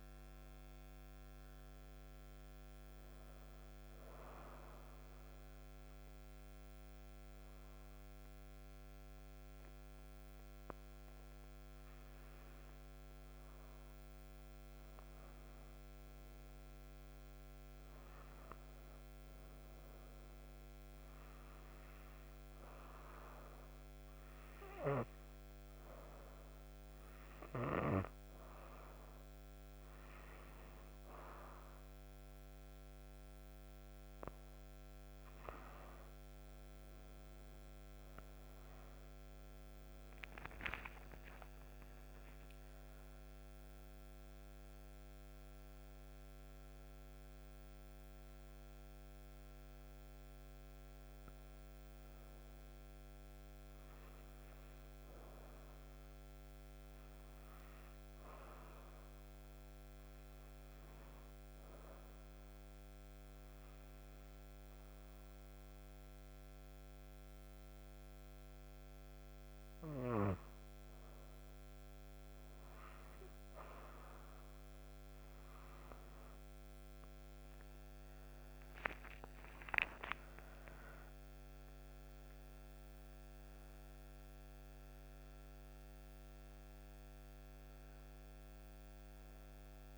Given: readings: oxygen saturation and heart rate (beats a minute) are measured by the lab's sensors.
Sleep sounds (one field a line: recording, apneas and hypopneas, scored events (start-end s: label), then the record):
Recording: breathing in sleep by a microphone on the trachea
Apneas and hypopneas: 3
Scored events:
0.00-15.50 s: oxygen desaturation (device-marked, oxygen 92% lowest, heart rate 58 extreme)
4.50-14.50 s: obstructive apnea (oxygen 97% before, 92% lowest, heart rate 76 before, 58 extreme, up 5 after)
16.50-20.00 s: arousal
23.00-35.00 s: hypopnea (oxygen 97% before, 91% lowest, heart rate 61 before, 60 extreme, up 50 after)
36.50-40.50 s: arousal
59.00-71.00 s: obstructive apnea (oxygen 95% before, 89% lowest, heart rate 77 before, 59 extreme, up 8 after)
74.00-78.50 s: arousal
79.50-89.98 s: oxygen desaturation (device-marked, oxygen 97% before, 91% lowest)
81.50-89.98 s: new sleep stage, N2 (light sleep)
From the record:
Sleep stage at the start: N1 (lightest sleep)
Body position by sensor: on the right side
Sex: female